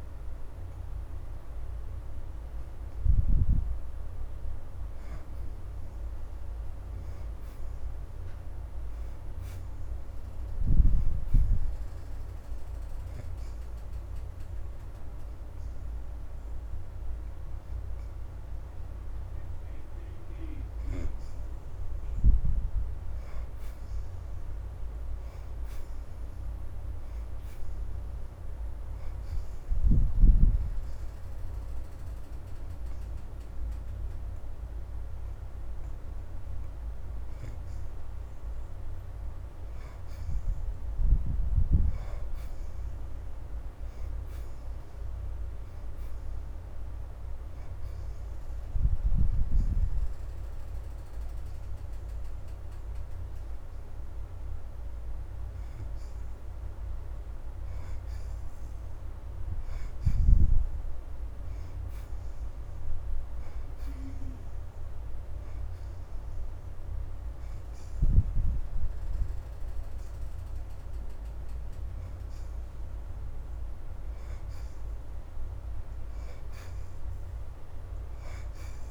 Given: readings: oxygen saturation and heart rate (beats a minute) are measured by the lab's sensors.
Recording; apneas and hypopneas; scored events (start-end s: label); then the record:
breathing in sleep, hard to hear, by a room microphone; 2
0.00-14.00 s: oxygen desaturation (device-marked, oxygen 62% lowest, heart rate 77 extreme)
11.50-22.00 s: hypopnea (oxygen 77% before, 63% lowest, heart rate 81 before, 77 extreme, up 1 after)
16.00-27.00 s: oxygen desaturation (device-marked, oxygen 77% before, 65% lowest, heart rate 81 before, 77 extreme)
23.50-27.00 s: arousal
29.00-45.00 s: oxygen desaturation (device-marked, oxygen 82% before, 65% lowest, heart rate 79 before, 78 extreme)
30.00-40.00 s: hypopnea (oxygen 82% before, 63% lowest, heart rate 80 before, 78 extreme, up 4 after)
43.50-47.50 s: arousal
52.00-62.00 s: oxygen desaturation (device-marked, oxygen 80% before, 63% lowest, heart rate 81 before, 81 extreme)
64.00-78.90 s: oxygen desaturation (device-marked, oxygen 79% before, 65% lowest, heart rate 83 before, 81 extreme)
From the record:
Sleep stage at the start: N2 (light sleep); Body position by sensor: on the back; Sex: female